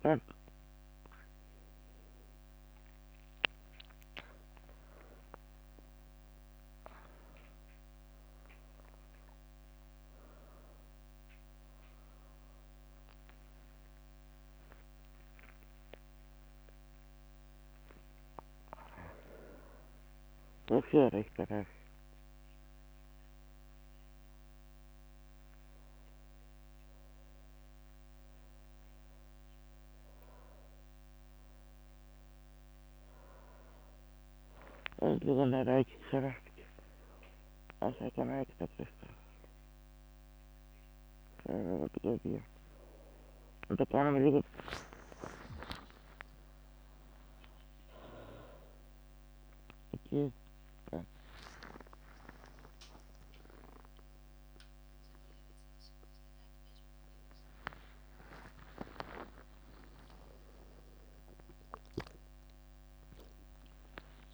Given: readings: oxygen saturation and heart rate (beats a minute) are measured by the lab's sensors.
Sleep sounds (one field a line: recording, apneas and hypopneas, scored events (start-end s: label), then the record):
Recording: a person awake in a sleep study, by a microphone on the trachea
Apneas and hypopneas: none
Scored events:
2.00-22.00 s: tachycardia (device-marked, heart rate 81 before, 143 extreme)
5.50-7.50 s: long interval between heartbeats (device-marked, heart rate 78 before, 109 extreme)
8.00-10.00 s: long interval between heartbeats (device-marked, heart rate 84 before, 127 extreme)
13.00-15.00 s: long interval between heartbeats (device-marked, heart rate 94 before, 110 extreme)
18.50-20.50 s: long interval between heartbeats (device-marked, heart rate 103 before, 136 extreme)
26.50-29.50 s: leg movement (device-marked)
30.00-39.50 s: leg movement (device-marked)
32.00-39.00 s: tachycardia (device-marked, heart rate 84 before, 127 extreme)
35.00-37.00 s: long interval between heartbeats (device-marked, heart rate 105 before, 101 extreme)
35.00-45.00 s: oxygen desaturation (device-marked, oxygen 99% before, 96% lowest, heart rate 105 before, 81 extreme)
37.50-39.50 s: long interval between heartbeats (device-marked, heart rate 105 before, 125 extreme)
41.50-45.50 s: leg movement (device-marked)
42.00-47.00 s: tachycardia (device-marked, heart rate 84 before, 109 extreme)
43.50-45.50 s: long interval between heartbeats (device-marked, heart rate 99 before, 86 extreme)
50.00-51.50 s: leg movement (device-marked)
52.00-53.00 s: leg movement (device-marked)
54.00-60.00 s: tachycardia (device-marked, heart rate 85 before, 120 extreme)
57.00-60.00 s: leg movement (device-marked)
57.50-59.50 s: long interval between heartbeats (device-marked, heart rate 100 before, 107 extreme)
From the record:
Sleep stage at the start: awake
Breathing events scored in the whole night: 299 in 4.3 hours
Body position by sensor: on the back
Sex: female